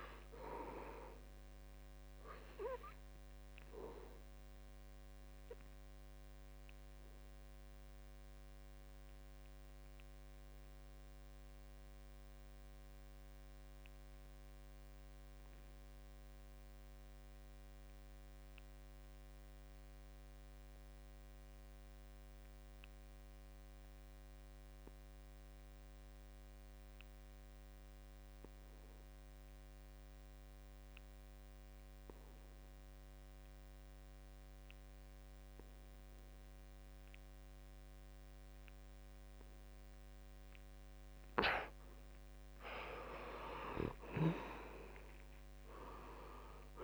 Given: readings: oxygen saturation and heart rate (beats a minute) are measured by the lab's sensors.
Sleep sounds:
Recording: breathing in sleep by a microphone on the trachea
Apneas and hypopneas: 1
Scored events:
0.00-20.50 s: oxygen desaturation (device-marked, oxygen 76% lowest, heart rate 61 extreme)
4.50-6.50 s: long interval between heartbeats (device-marked, heart rate 74 before, 73 extreme)
7.00-40.00 s: obstructive apnea (oxygen 96% before, 75% lowest, heart rate 74 before, 61 extreme, up 10 after)
9.00-11.00 s: long interval between heartbeats (device-marked, heart rate 74 before, 72 extreme)
12.50-14.50 s: long interval between heartbeats (device-marked, heart rate 74 before, 68 extreme)
26.50-46.84 s: oxygen desaturation (device-marked, oxygen 97% before, 75% lowest, heart rate 68 before, 66 extreme)
29.00-31.00 s: long interval between heartbeats (device-marked, heart rate 68 before, 73 extreme)
43.50-46.84 s: arousal
From the record:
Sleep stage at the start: N2 (light sleep)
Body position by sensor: on the back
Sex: male

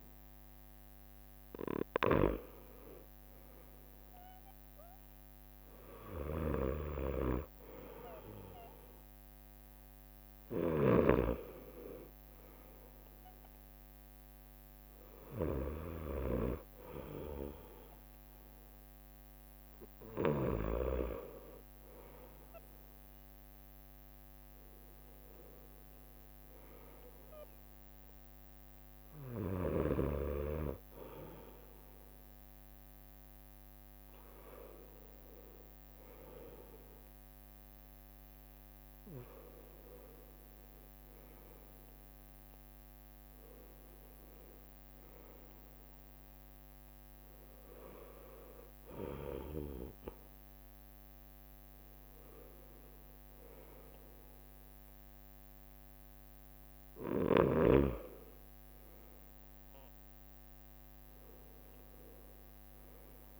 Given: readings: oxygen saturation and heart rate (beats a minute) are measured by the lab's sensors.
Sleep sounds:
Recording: breathing in sleep by a microphone on the trachea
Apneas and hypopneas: none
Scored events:
0.00-6.50 s: leg movement (device-marked)
28.50-38.00 s: leg movement (device-marked)
29.00-35.00 s: bradycardia (device-marked, heart rate 68 before, 56 extreme)
30.00-32.00 s: long interval between heartbeats (device-marked, heart rate 67 before, 67 extreme)
43.00-49.00 s: leg movement (device-marked)
61.50-63.40 s: leg movement (device-marked)
From the record:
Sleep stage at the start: N2 (light sleep)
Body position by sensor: on the right side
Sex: male

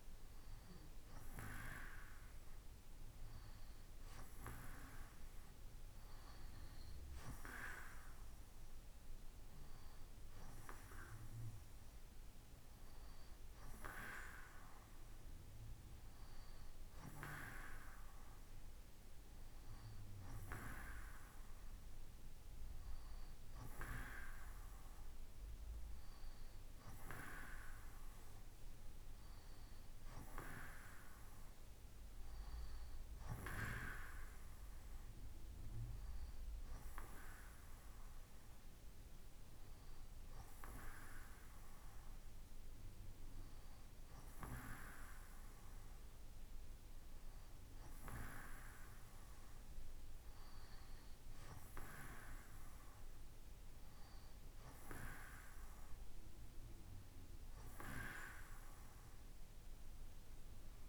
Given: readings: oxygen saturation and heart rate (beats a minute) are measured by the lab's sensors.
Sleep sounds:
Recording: breathing in sleep by a room microphone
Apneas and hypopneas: none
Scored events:
none scored
From the record:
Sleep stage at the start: N2 (light sleep)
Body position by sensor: on the right side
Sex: male

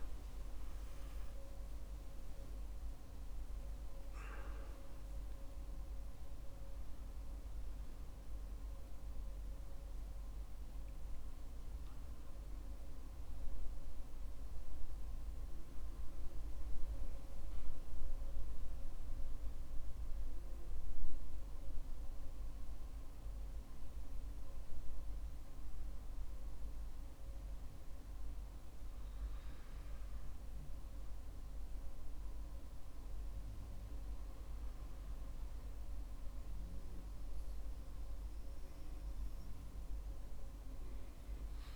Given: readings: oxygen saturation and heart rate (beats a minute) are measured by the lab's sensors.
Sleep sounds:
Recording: breathing in sleep, hard to hear, by a room microphone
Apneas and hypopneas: none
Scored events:
1.50-7.50 s: arousal
From the record:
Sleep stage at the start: N2 (light sleep)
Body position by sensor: on the back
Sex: male

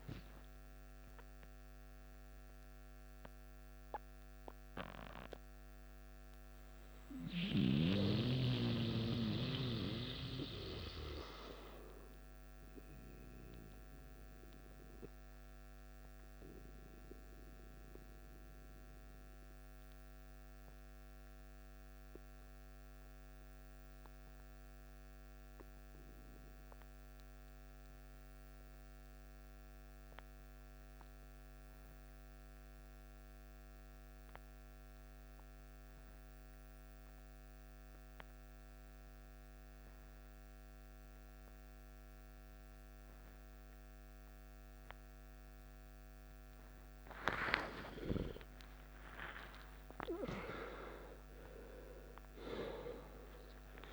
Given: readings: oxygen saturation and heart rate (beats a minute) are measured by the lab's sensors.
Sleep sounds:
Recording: breathing in sleep by a microphone on the trachea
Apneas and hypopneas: 1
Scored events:
0.00-1.00 s: long interval between heartbeats (device-marked, heart rate 78 extreme)
0.00-25.50 s: oxygen desaturation (device-marked, oxygen 90% lowest, heart rate 53 extreme)
2.50-46.00 s: hypopnea (oxygen 99% before, 89% lowest, heart rate 64 before, 53 extreme, up 12 after)
36.50-53.93 s: new sleep stage, N1 (lightest sleep)
41.50-53.93 s: oxygen desaturation (device-marked, oxygen 98% before, 89% lowest, heart rate 57 before, 53 extreme)
From the record:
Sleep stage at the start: N2 (light sleep)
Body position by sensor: on the back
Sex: male

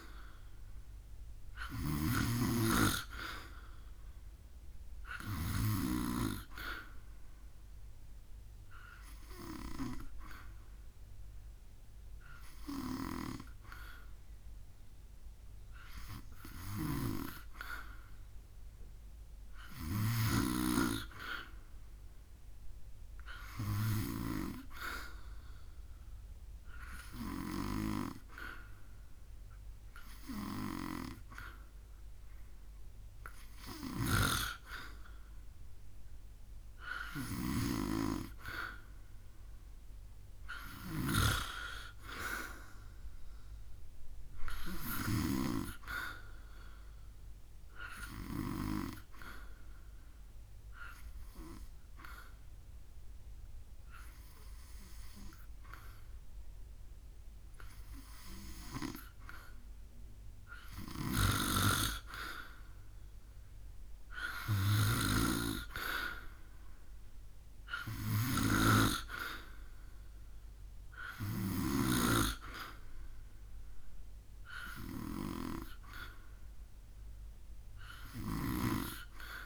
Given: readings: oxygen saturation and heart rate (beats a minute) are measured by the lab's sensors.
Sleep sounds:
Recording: breathing in sleep by a room microphone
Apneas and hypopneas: 2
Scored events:
0.00-5.50 s: snoring (device-marked)
7.00-18.00 s: hypopnea (oxygen 94% before, 90% lowest, heart rate 72 before, 71 extreme, up 0 after)
14.50-30.50 s: oxygen desaturation (device-marked, oxygen 94% before, 90% lowest, heart rate 72 before, 70 extreme)
16.00-20.00 s: snoring (device-marked)
33.50-45.00 s: snoring (device-marked)
48.50-60.50 s: obstructive apnea (oxygen 94% before, 90% lowest, heart rate 74 before, 71 extreme, up 4 after)
60.50-71.50 s: snoring (device-marked)
62.50-66.00 s: arousal
77.50-79.46 s: snoring (device-marked)
From the record:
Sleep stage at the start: N2 (light sleep)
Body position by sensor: on the back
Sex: male

